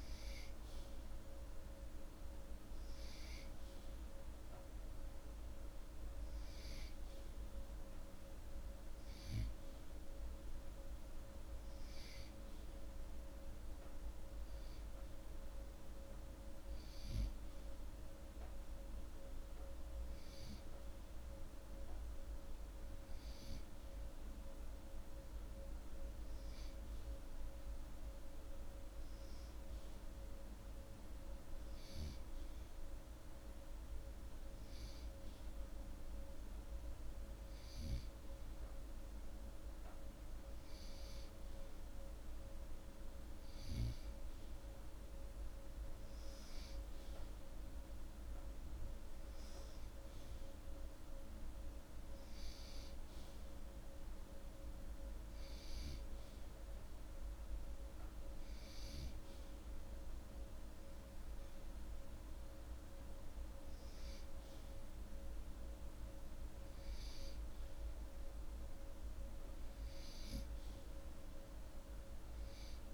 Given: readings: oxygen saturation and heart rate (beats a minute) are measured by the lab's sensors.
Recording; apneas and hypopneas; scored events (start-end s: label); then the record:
breathing in sleep, hard to hear, by a room microphone; none
none scored
From the record:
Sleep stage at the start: N2 (light sleep); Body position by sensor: upright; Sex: male